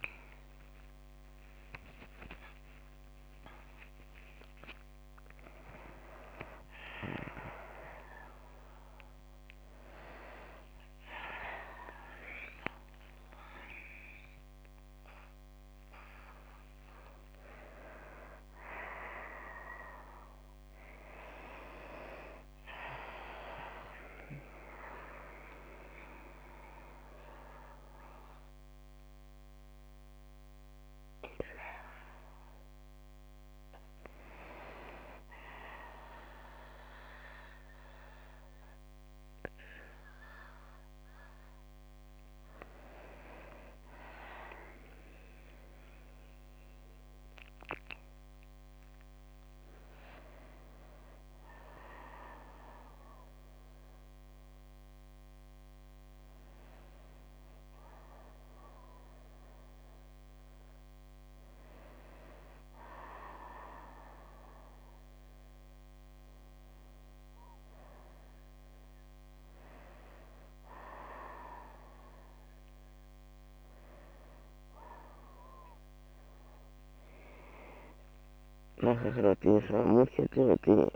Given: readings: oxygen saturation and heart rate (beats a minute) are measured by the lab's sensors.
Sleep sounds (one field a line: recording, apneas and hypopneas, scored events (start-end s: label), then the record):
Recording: a person partly awake in a sleep study, by a microphone on the trachea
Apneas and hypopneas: 1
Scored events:
16.00-23.00 s: oxygen desaturation (device-marked, oxygen 97% before, 94% lowest)
29.00-80.96 s: new sleep stage, N2 (light sleep)
52.00-75.00 s: hypopnea (oxygen 96% before, 92% lowest)
From the record:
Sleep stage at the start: awake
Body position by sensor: on the back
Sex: female